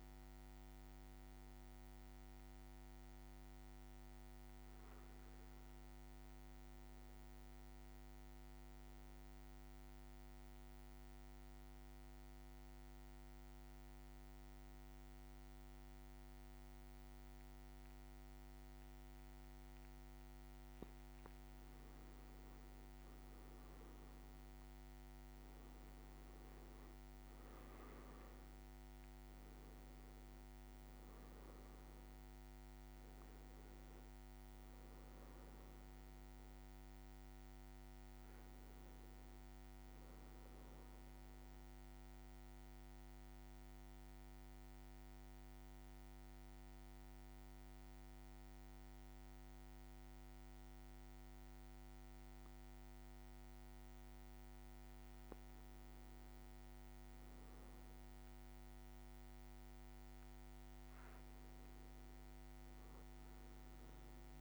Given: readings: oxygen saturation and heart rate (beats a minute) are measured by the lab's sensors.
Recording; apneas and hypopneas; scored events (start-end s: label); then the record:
breathing in sleep, hard to hear, by a microphone on the trachea; 2
7.50-20.50 s: central apnea (oxygen 99% before, 95% lowest, heart rate 60 before, 55 extreme, up 5 after)
19.50-22.50 s: leg movement (device-marked)
23.50-28.00 s: arousal
41.50-54.50 s: central apnea (oxygen 98% before, 95% lowest, heart rate 60 before, 55 extreme, up 5 after)
53.50-56.50 s: leg movement (device-marked)
56.50-61.50 s: arousal
From the record:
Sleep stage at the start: N1 (lightest sleep); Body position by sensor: on the back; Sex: male